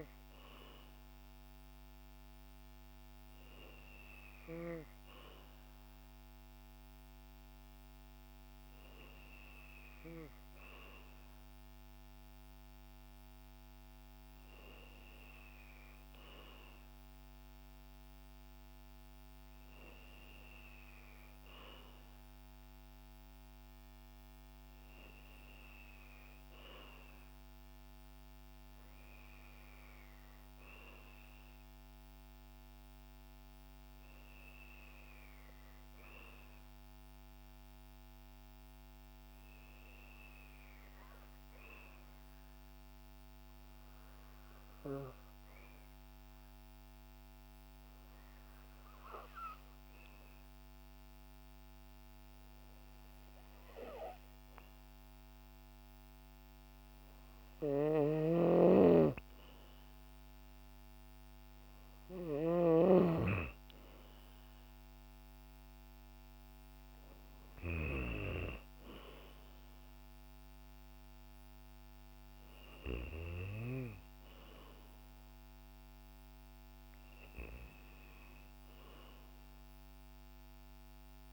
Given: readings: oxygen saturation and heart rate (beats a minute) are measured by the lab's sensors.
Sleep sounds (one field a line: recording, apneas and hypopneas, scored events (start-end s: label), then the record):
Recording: breathing in sleep by a microphone on the trachea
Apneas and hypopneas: 1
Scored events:
35.00-39.00 s: arousal
42.50-56.50 s: hypopnea (oxygen 93% before, 89% lowest, heart rate 58 before, 55 extreme, up 2 after)
58.00-68.00 s: snoring (device-marked)
58.50-62.50 s: arousal
63.00-81.33 s: oxygen desaturation (device-marked, oxygen 92% before, 89% lowest, heart rate 60 before, 55 extreme)
From the record:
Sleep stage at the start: N2 (light sleep)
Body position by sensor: on the back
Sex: female